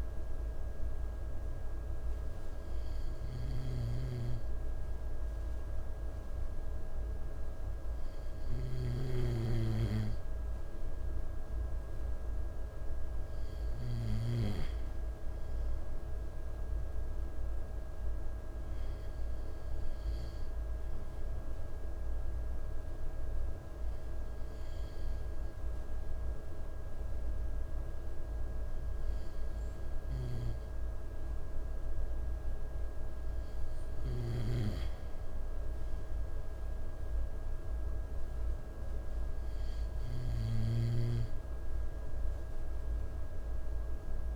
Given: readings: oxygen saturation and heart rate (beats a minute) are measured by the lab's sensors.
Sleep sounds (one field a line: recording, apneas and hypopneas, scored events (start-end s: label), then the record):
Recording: breathing in sleep by a room microphone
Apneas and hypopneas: none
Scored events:
3.00-14.00 s: snoring (device-marked)
29.50-34.00 s: snoring (device-marked)
From the record:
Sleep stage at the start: N2 (light sleep)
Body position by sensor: on the right side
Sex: male